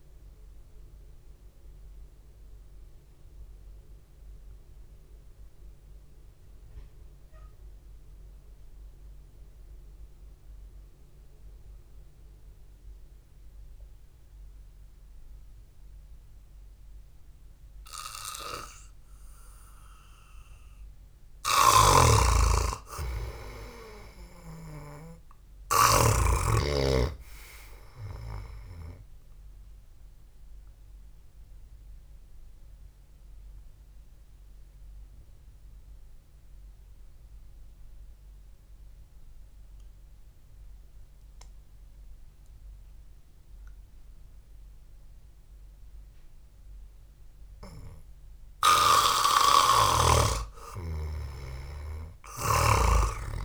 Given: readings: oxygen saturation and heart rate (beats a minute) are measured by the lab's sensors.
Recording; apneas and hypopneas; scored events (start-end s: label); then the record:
breathing in sleep by a room microphone; 2
0.00-21.50 s: oxygen desaturation (device-marked, oxygen 84% lowest, heart rate 49 extreme)
1.50-19.50 s: obstructive apnea (oxygen 97% before, 84% lowest, heart rate 56 before, 49 extreme, up 0 after)
22.50-26.50 s: arousal
22.50-27.00 s: snoring (device-marked)
32.00-49.00 s: obstructive apnea (oxygen 96% before, 84% lowest, heart rate 60 before, 54 extreme)
46.50-53.45 s: oxygen desaturation (device-marked, oxygen 93% before, 86% lowest, heart rate 61 before, 52 extreme)
50.00-53.45 s: arousal
50.00-53.45 s: snoring (device-marked)
From the record:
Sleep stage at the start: N2 (light sleep); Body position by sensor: on the back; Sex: male